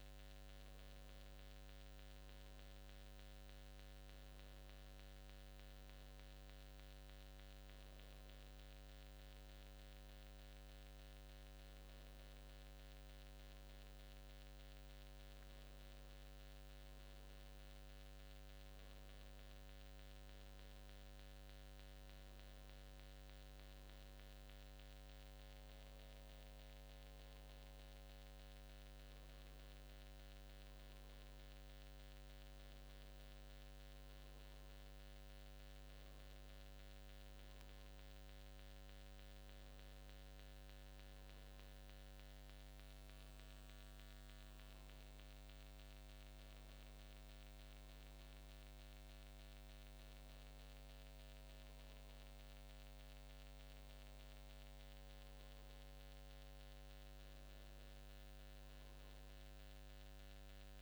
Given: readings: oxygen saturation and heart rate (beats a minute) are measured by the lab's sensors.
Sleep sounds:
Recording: breathing in sleep, hard to hear, by a microphone on the trachea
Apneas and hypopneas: none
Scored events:
none scored
From the record:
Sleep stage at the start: N2 (light sleep)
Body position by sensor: on the back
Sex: male

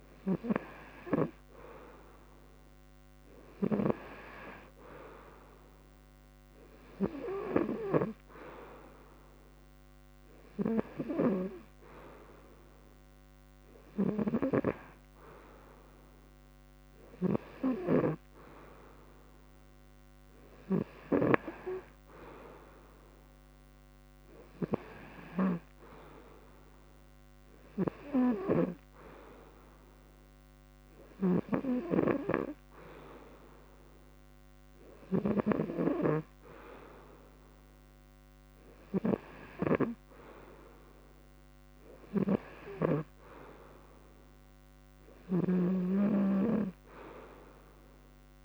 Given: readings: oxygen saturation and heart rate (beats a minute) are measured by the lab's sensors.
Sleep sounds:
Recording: breathing in sleep by a microphone on the trachea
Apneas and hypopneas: none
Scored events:
3.00-7.50 s: snoring (device-marked)
16.50-42.50 s: snoring (device-marked)
44.50-48.45 s: snoring (device-marked)
From the record:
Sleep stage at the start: N2 (light sleep)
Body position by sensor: on the front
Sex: male

